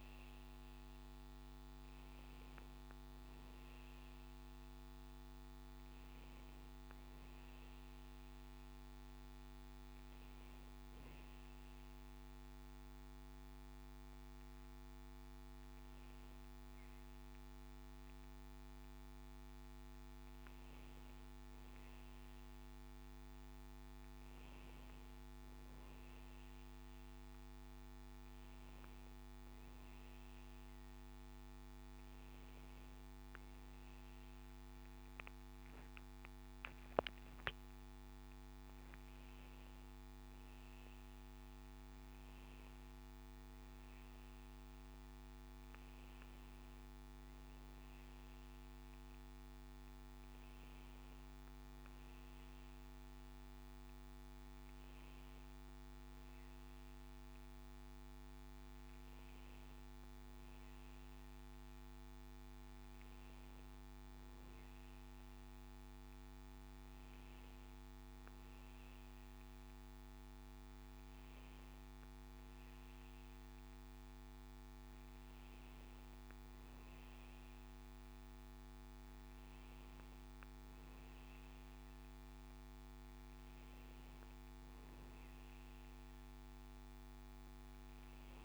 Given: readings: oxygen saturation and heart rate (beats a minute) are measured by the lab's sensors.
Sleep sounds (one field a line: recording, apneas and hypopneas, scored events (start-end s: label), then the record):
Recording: breathing in sleep, hard to hear, by a microphone on the trachea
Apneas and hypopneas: 1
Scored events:
11.50-21.50 s: hypopnea (oxygen 96% before, 95% lowest, heart rate 69 before, 65 extreme, up 5 after)
23.50-28.00 s: arousal
23.50-83.50 s: new sleep stage, N1 (lightest sleep)
83.50-88.45 s: new sleep stage, N2 (light sleep)
From the record:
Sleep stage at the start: N2 (light sleep)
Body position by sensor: on the back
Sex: male